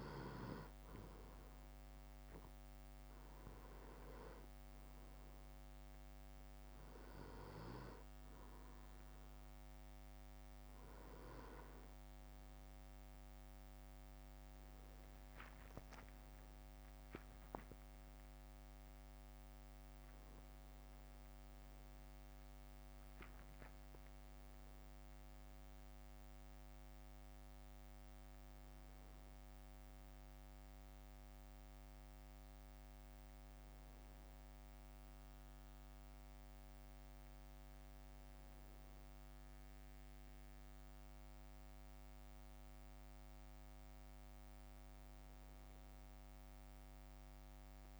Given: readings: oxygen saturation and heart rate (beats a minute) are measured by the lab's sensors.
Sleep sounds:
breathing in sleep by a microphone on the trachea; none
14.50-19.00 s: arousal
15.50-32.50 s: drop in pulse transit time (device-marked, heart rate 58 before, 59 extreme)
From the record:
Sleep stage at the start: N2 (light sleep); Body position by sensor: on the back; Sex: male

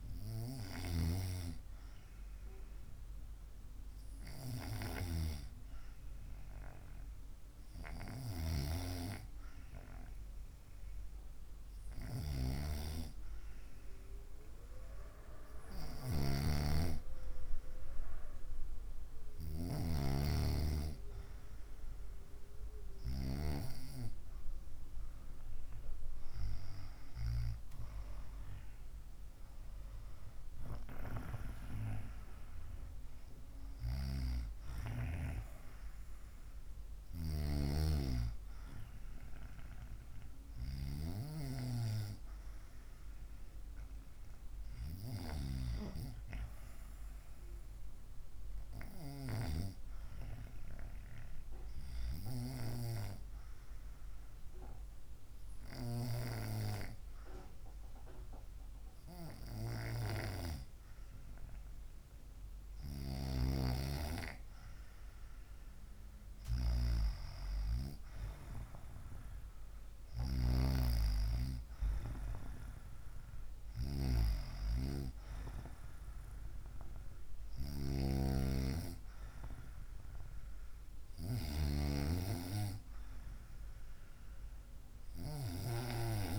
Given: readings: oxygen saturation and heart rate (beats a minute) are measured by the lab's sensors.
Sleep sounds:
breathing in sleep by a room microphone; 2
0.00-5.50 s: oxygen desaturation (device-marked, oxygen 93% lowest, heart rate 56 extreme)
1.50-18.50 s: hypopnea (oxygen 97% before, 94% lowest, heart rate 61 before, 56 extreme, up 4 after)
20.00-23.00 s: arousal
47.50-63.00 s: hypopnea (oxygen 96% before, 94% lowest, heart rate 62 before, 55 extreme, up 5 after)
63.50-66.50 s: arousal
From the record:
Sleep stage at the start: N2 (light sleep); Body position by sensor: on the right side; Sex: female

